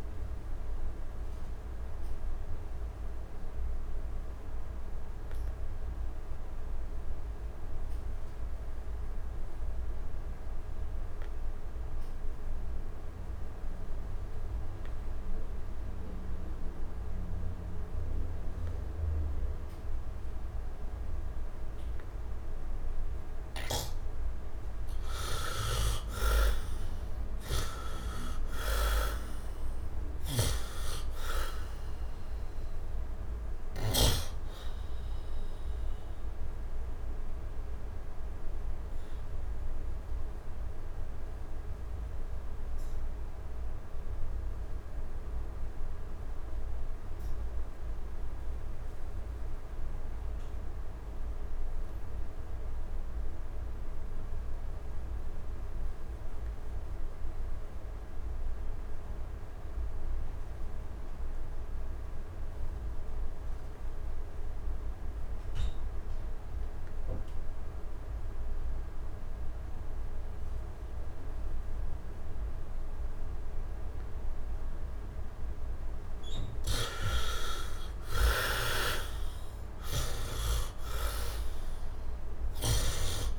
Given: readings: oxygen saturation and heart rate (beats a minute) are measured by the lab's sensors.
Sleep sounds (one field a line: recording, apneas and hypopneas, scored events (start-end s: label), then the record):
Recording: breathing in sleep by a room microphone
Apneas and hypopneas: 2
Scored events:
0.00-15.50 s: oxygen desaturation (device-marked, heart rate 63 extreme)
0.50-23.00 s: mixed apnea (heart rate 80 before, 64 extreme, up 11 after)
24.00-29.00 s: arousal
39.00-75.00 s: obstructive apnea (oxygen 98% before, 41% lowest, heart rate 82 before, 61 extreme, up 19 after)
50.50-83.38 s: oxygen desaturation (device-marked, oxygen 99% before, 41% lowest, heart rate 74 before, 61 extreme)
77.00-81.00 s: arousal
From the record:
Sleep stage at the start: N2 (light sleep)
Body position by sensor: on the right side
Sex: male